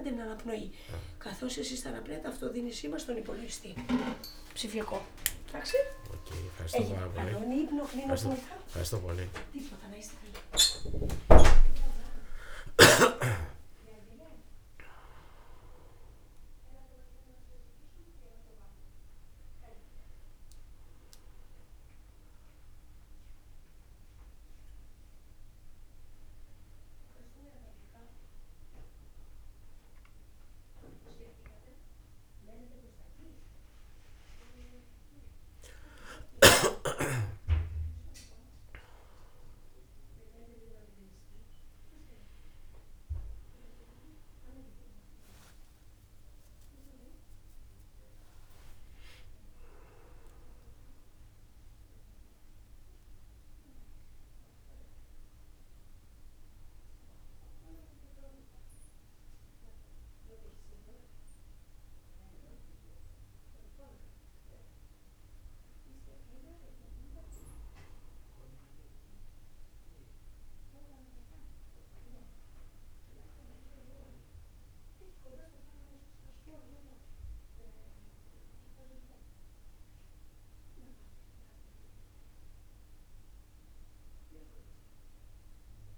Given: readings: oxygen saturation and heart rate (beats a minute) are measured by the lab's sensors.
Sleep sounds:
a person partly awake in a sleep study, by a room microphone; none
4.50-7.50 s: tachycardia (device-marked, heart rate 40 before, 76 extreme)
8.00-12.50 s: snoring (device-marked)
9.50-11.50 s: tachycardia (device-marked, heart rate 42 before, 102 extreme)
42.50-85.98 s: new sleep stage, N1 (lightest sleep)
From the record:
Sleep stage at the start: awake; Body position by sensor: on the back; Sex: male

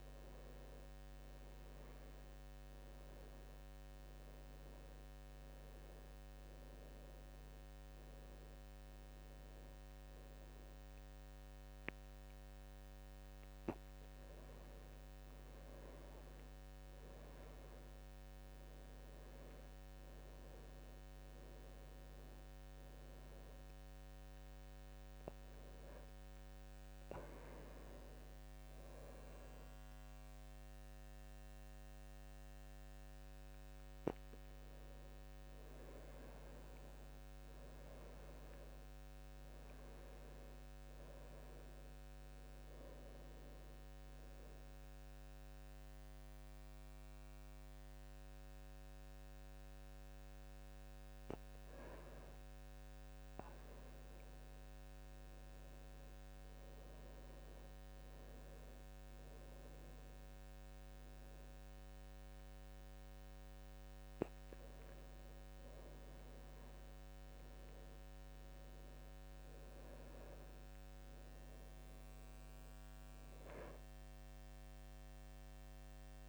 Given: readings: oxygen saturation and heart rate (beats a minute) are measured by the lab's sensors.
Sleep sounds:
a person awake in a sleep study, hard to hear, by a microphone on the trachea; none
none scored
From the record:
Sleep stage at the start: awake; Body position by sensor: on the right side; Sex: male

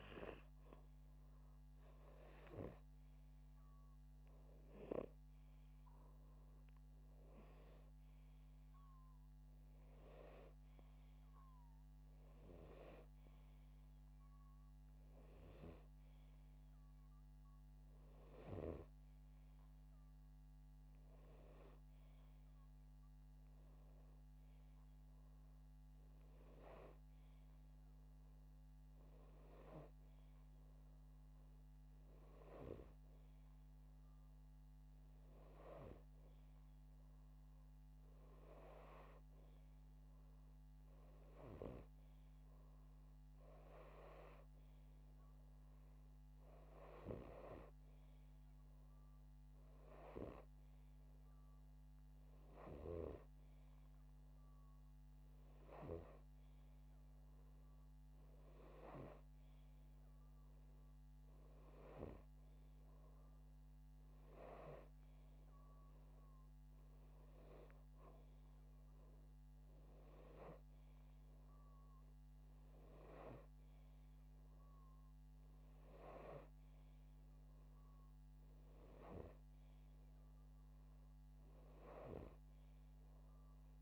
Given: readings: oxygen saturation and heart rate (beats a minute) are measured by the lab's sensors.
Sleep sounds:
breathing in sleep by a microphone on the trachea; none
none scored
From the record:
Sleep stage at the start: N2 (light sleep); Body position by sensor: upright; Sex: male

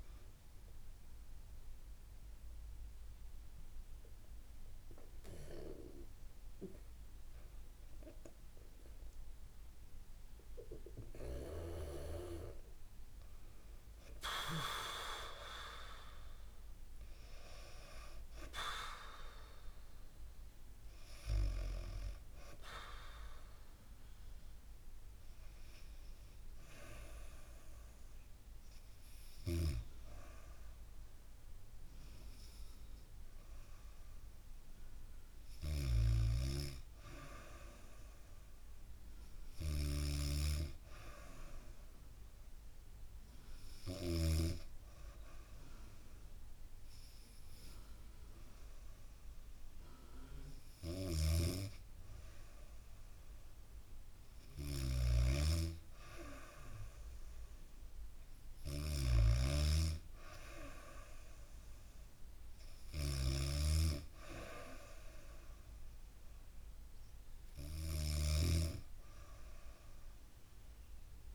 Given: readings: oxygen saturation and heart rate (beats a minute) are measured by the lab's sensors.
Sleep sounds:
breathing in sleep by a room microphone; none
0.00-4.00 s: oxygen desaturation (device-marked, oxygen 93% lowest, heart rate 66 extreme)
35.00-43.50 s: snoring (device-marked)
50.00-71.35 s: snoring (device-marked)
58.00-71.35 s: oxygen desaturation (device-marked, oxygen 98% before, 95% lowest, heart rate 68 before, 68 extreme)
From the record:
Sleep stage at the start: N2 (light sleep); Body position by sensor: on the back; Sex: female

